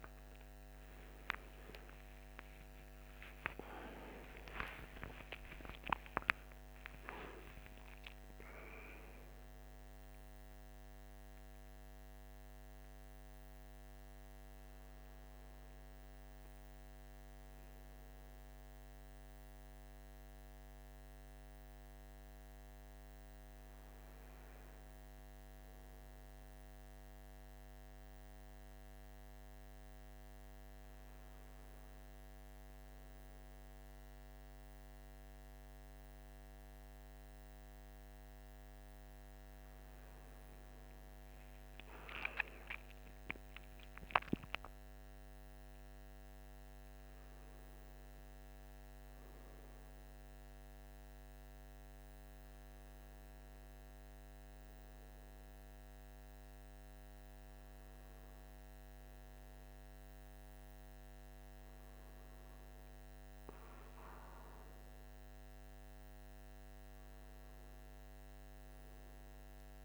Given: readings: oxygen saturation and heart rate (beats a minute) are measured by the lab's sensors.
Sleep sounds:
a person awake in a sleep study, by a microphone on the trachea; none
none scored
From the record:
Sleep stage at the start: awake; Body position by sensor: on the right side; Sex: male

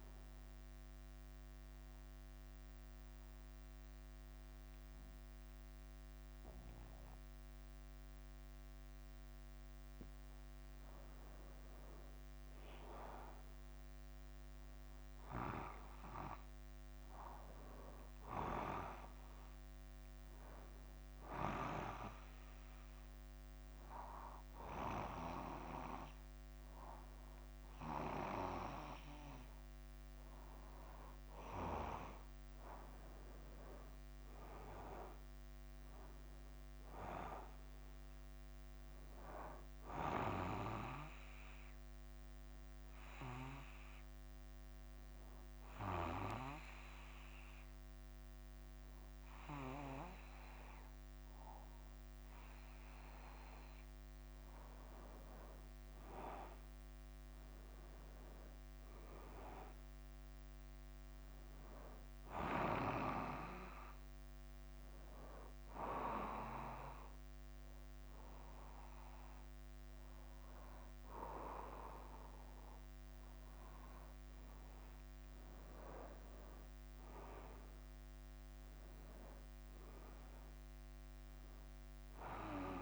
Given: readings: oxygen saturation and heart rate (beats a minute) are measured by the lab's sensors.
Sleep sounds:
breathing in sleep by a microphone on the trachea; 4
0.00-82.82 s: bradycardia (device-marked, heart rate 43 extreme)
0.50-11.00 s: obstructive apnea (oxygen 96% before, 93% lowest, heart rate 56 before, 47 extreme, up 4 after)
2.50-82.82 s: new sleep stage, N2 (light sleep)
13.00-16.50 s: arousal
23.00-33.00 s: obstructive apnea (oxygen 97% before, 93% lowest, heart rate 55 before, 49 extreme, up 7 after)
35.00-39.00 s: arousal
45.00-55.50 s: obstructive apnea (oxygen 97% before, 93% lowest, heart rate 51 before, 50 extreme, up 3 after)
57.00-60.50 s: arousal
66.50-76.50 s: obstructive apnea (oxygen 96% before, 91% lowest, heart rate 51 before, 50 extreme, up 4 after)
78.00-81.50 s: arousal
From the record:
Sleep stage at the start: N1 (lightest sleep); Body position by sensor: on the back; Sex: male

